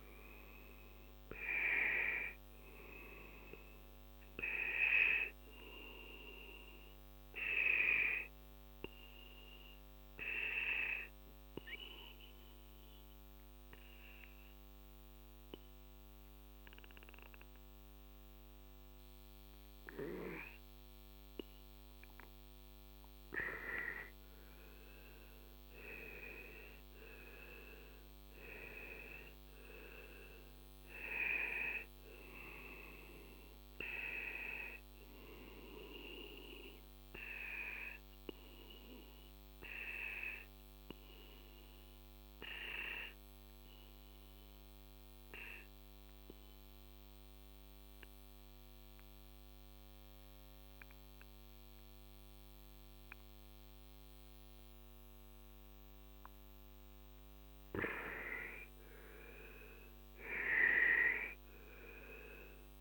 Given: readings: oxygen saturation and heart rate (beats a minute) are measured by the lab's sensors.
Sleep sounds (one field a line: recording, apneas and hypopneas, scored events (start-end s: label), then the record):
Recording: breathing in sleep by a microphone on the trachea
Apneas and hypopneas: 2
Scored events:
0.00-12.00 s: oxygen desaturation (device-marked, oxygen 96% before, 92% lowest, heart rate 49 before, 48 extreme)
6.50-23.00 s: obstructive apnea (oxygen 96% before, 90% lowest, heart rate 52 before, 44 extreme, up 13 after)
25.00-29.00 s: arousal
26.00-49.00 s: oxygen desaturation (device-marked, oxygen 95% before, 91% lowest, heart rate 50 before, 44 extreme)
37.50-54.50 s: obstructive apnea (oxygen 95% before, 90% lowest, heart rate 54 before, 38 extreme, up 15 after)
57.00-61.50 s: arousal
59.00-62.81 s: oxygen desaturation (device-marked, oxygen 97% before, 90% lowest, heart rate 47 before, 38 extreme)
From the record:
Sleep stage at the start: N2 (light sleep)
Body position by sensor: on the left side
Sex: male